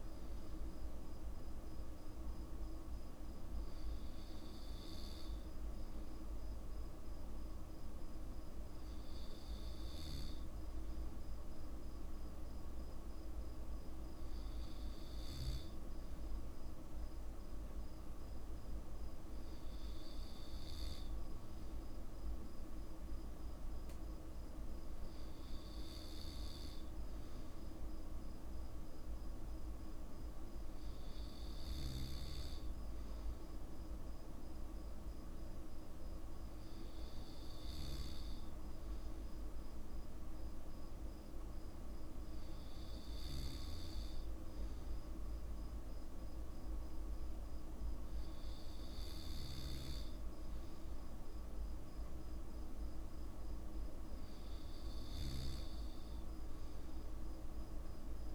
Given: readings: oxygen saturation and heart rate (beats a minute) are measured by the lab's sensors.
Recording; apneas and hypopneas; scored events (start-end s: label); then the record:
breathing in sleep, hard to hear, by a room microphone; none
none scored
From the record:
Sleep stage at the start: N2 (light sleep); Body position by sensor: on the back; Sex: male